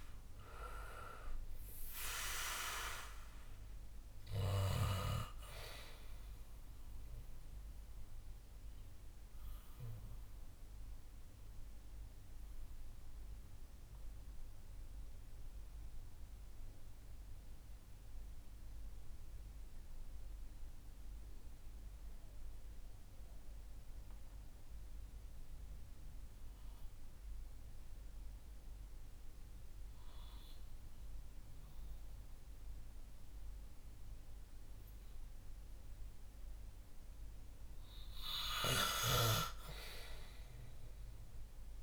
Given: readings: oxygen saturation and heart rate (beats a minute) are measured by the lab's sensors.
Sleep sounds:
breathing in sleep by a room microphone; 1
0.00-23.00 s: oxygen desaturation (device-marked, oxygen 97% before, 91% lowest, heart rate 63 before, 59 extreme)
8.50-37.00 s: mixed apnea (oxygen 99% before, 91% lowest, heart rate 65 before, 59 extreme, up 5 after)
39.50-41.83 s: arousal
From the record:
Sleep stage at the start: N2 (light sleep); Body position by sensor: on the back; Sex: male

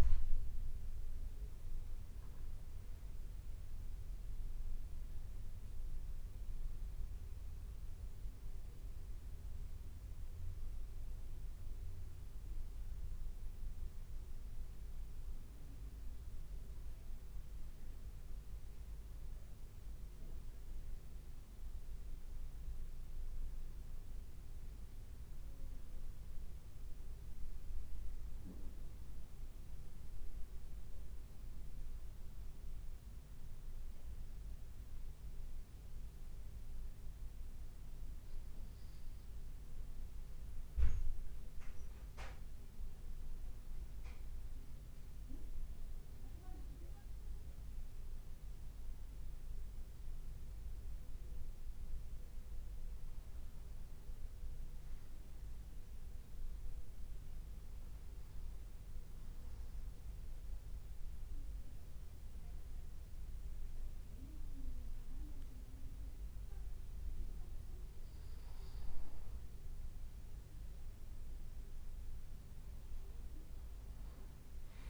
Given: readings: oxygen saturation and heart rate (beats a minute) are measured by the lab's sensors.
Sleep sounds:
breathing in sleep, hard to hear, by a room microphone; 2
0.00-1.00 s: leg movement (device-marked)
0.00-10.50 s: oxygen desaturation (device-marked, oxygen 92% lowest, heart rate 53 extreme)
32.50-43.00 s: obstructive apnea (oxygen 96% before, 92% lowest, heart rate 54 before, 52 extreme, up 1 after)
46.50-51.00 s: arousal
58.00-69.50 s: obstructive apnea (oxygen 96% before, 92% lowest, heart rate 53 before, 52 extreme, up 3 after)
72.00-74.90 s: arousal
From the record:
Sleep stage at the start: N2 (light sleep); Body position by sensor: on the back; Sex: male

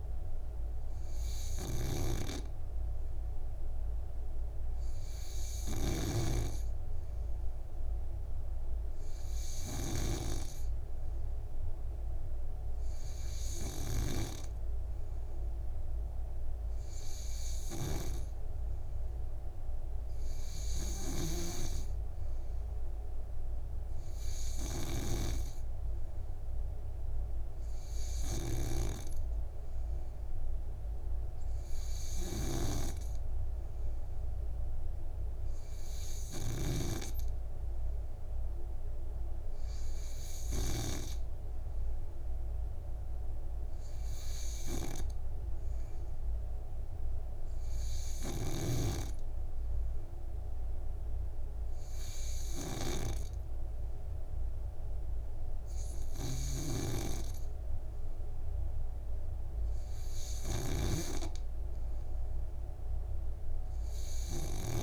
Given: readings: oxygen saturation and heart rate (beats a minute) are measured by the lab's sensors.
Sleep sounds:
breathing in sleep by a room microphone; none
0.00-6.50 s: snoring (device-marked)
18.00-22.00 s: snoring (device-marked)
29.00-37.50 s: snoring (device-marked)
49.00-64.83 s: snoring (device-marked)
From the record:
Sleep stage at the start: N2 (light sleep); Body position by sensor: on the back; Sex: male

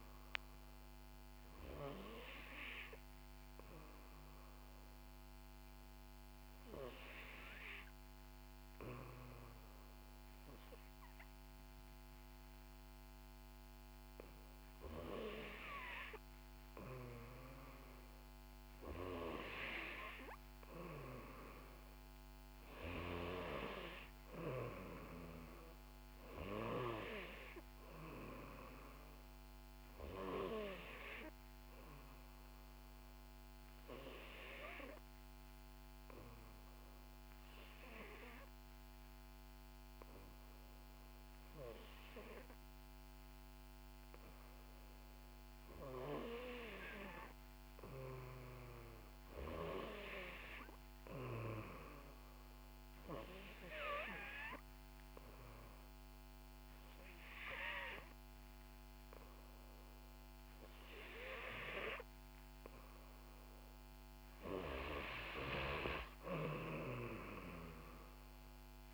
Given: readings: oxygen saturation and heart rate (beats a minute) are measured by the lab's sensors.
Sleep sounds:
breathing in sleep by a microphone on the trachea; 3
0.00-1.50 s: arousal
3.00-14.50 s: hypopnea (oxygen 92% before, 89% lowest, heart rate 64 before, 62 extreme, up 3 after)
17.50-21.00 s: arousal
34.00-44.50 s: obstructive apnea (oxygen 92% before, 89% lowest, heart rate 64 before, 62 extreme, up 3 after)
46.00-49.50 s: arousal
53.50-64.00 s: obstructive apnea (oxygen 93% before, 88% lowest, heart rate 63 before, 59 extreme, up 2 after)
65.50-68.94 s: arousal
From the record:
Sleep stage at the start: N3 (deep sleep); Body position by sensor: on the back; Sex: female

